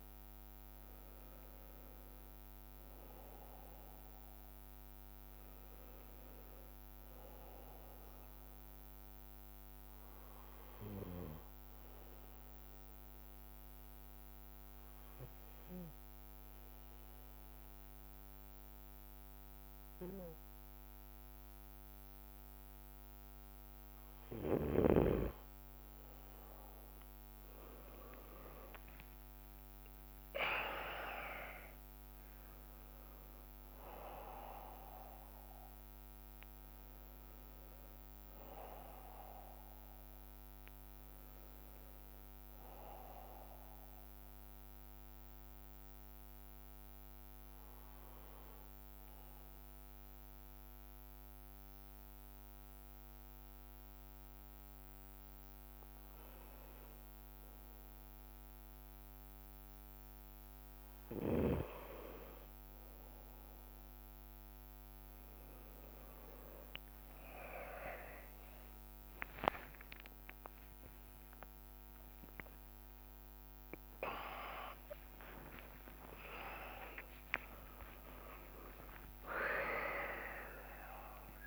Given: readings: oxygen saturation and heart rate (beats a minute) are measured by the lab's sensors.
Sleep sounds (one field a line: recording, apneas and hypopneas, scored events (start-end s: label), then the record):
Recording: breathing in sleep by a microphone on the trachea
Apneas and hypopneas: 2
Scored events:
0.00-26.00 s: bradycardia (device-marked, heart rate 59 before, 54 extreme)
8.00-24.50 s: obstructive apnea (oxygen 93% before, 91% lowest, heart rate 58 before, 54 extreme, up 14 after)
27.50-33.00 s: arousal
29.00-42.00 s: drop in pulse transit time (device-marked, heart rate 56 before, 61 extreme)
30.00-32.00 s: long interval between heartbeats (device-marked, heart rate 56 before, 68 extreme)
42.00-67.00 s: bradycardia (device-marked, heart rate 59 before, 55 extreme)
44.50-61.50 s: mixed apnea (oxygen 95% before, 93% lowest, heart rate 63 before, 55 extreme, up 4 after)
63.00-70.00 s: drop in pulse transit time (device-marked, heart rate 57 before, 55 extreme)
66.00-81.47 s: oxygen desaturation (device-marked, oxygen 96% before, 93% lowest)
70.00-72.00 s: bradycardia (device-marked, heart rate 59 before, 60 extreme)
70.00-72.00 s: long interval between heartbeats (device-marked, heart rate 57 before, 60 extreme)
70.00-77.00 s: arousal
72.00-81.47 s: new sleep stage, N1 (lightest sleep)
75.00-77.00 s: long interval between heartbeats (device-marked, heart rate 58 before, 77 extreme)
77.00-79.00 s: long interval between heartbeats (device-marked, heart rate 61 before, 77 extreme)
79.00-81.00 s: long interval between heartbeats (device-marked, heart rate 63 before, 93 extreme)
From the record:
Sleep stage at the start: N2 (light sleep)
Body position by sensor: on the right side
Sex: male